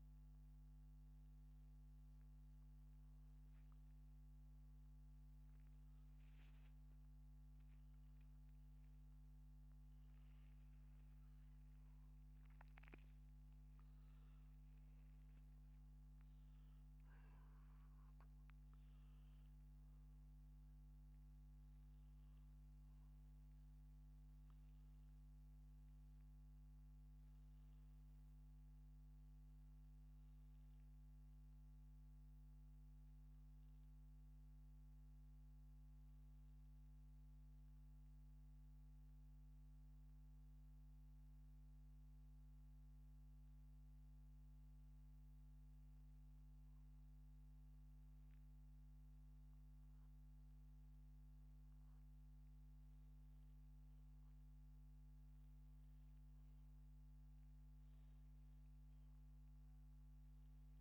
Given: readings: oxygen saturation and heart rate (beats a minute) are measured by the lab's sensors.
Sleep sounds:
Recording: breathing in sleep, hard to hear, by a microphone on the trachea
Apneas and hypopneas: none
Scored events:
7.00-13.50 s: arousal
From the record:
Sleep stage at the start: N2 (light sleep)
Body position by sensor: upright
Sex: male

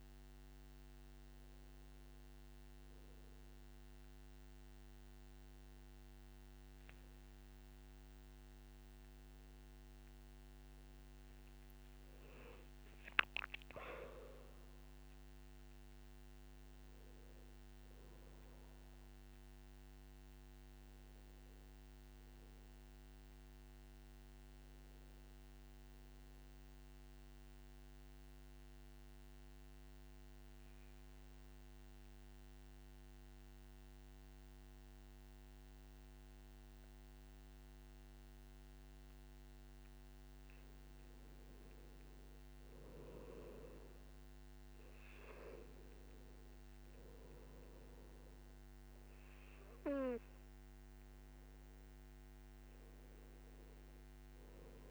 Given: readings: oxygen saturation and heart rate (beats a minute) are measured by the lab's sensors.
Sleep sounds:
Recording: breathing in sleep by a microphone on the trachea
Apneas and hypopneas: 1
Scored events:
0.00-10.50 s: oxygen desaturation (device-marked, oxygen 94% lowest, heart rate 53 extreme)
14.00-17.00 s: arousal
27.50-41.00 s: mixed apnea (oxygen 97% before, 88% lowest, heart rate 65 before, 51 extreme, up 7 after)
43.00-46.50 s: arousal
45.50-54.91 s: oxygen desaturation (device-marked, oxygen 98% before, 90% lowest, heart rate 56 before, 51 extreme)
From the record:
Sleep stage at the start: N2 (light sleep)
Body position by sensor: on the back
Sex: male

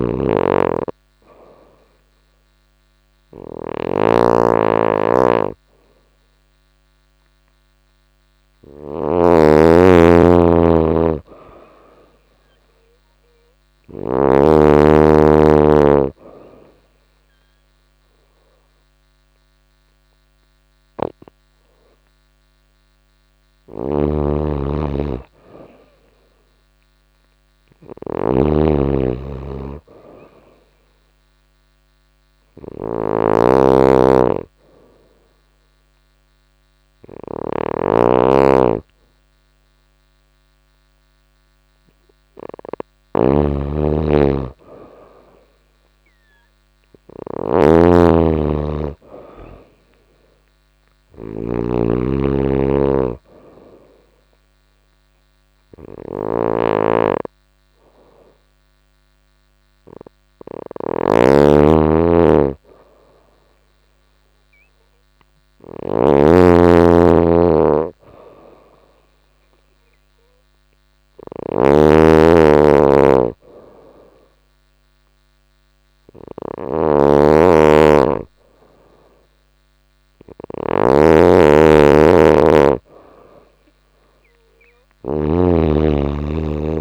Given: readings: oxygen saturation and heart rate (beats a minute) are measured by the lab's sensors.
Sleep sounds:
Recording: breathing in sleep by a microphone on the trachea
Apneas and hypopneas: 2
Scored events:
0.00-13.50 s: snoring (device-marked)
23.00-84.50 s: snoring (device-marked)
24.50-28.00 s: arousal
30.50-41.50 s: hypopnea (oxygen 95% before, 91% lowest, heart rate 90 before, 89 extreme, up 1 after)
43.50-47.00 s: arousal
58.50-68.50 s: oxygen desaturation (device-marked, oxygen 94% before, 91% lowest, heart rate 91 before, 89 extreme)
71.00-82.00 s: hypopnea (oxygen 95% before, 91% lowest, heart rate 91 before, 89 extreme, up 14 after)
75.50-86.50 s: oxygen desaturation (device-marked, oxygen 95% before, 92% lowest, heart rate 90 before, 89 extreme)
85.00-86.81 s: arousal
From the record:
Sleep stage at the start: N2 (light sleep)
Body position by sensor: on the back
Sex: female

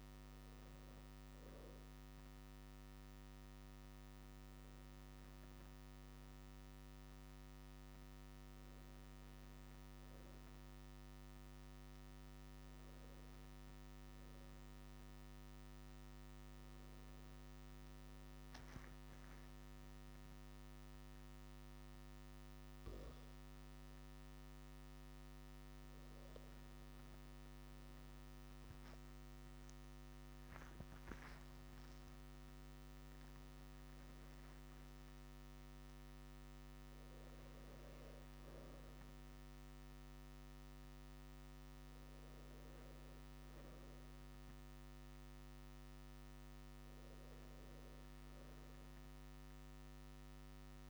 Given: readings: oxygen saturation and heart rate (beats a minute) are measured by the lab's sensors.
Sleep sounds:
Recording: breathing in sleep, hard to hear, by a microphone on the trachea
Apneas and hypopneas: 1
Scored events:
16.50-27.00 s: obstructive apnea (oxygen 96% before, 95% lowest)
30.00-33.50 s: arousal
From the record:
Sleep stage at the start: N2 (light sleep)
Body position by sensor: on the right side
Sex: male

